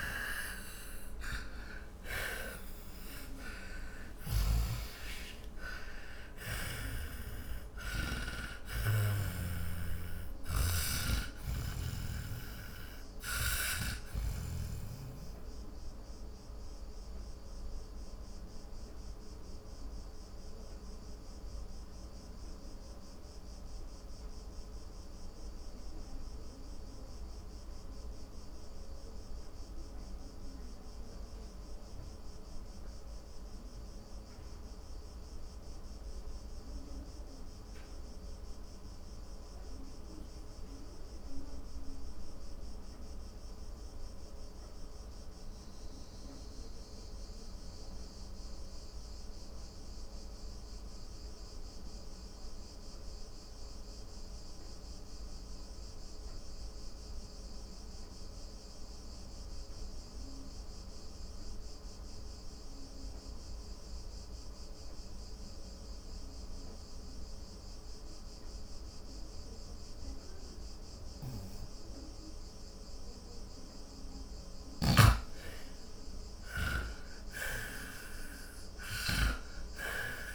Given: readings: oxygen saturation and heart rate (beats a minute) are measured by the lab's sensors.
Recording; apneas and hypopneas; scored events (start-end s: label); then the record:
breathing in sleep by a room microphone; 1
0.00-5.00 s: arousal
0.00-5.00 s: snoring (device-marked)
0.00-43.00 s: oxygen desaturation (device-marked, oxygen 84% lowest, heart rate 42 extreme)
17.50-72.50 s: obstructive apnea (oxygen 96% before, 84% lowest, heart rate 69 before, 42 extreme, up 16 after)
70.00-80.34 s: oxygen desaturation (device-marked, oxygen 98% before, 88% lowest, heart rate 50 before, 39 extreme)
74.50-79.00 s: arousal
74.50-80.34 s: snoring (device-marked)
From the record:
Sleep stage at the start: N2 (light sleep); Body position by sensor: on the back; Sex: male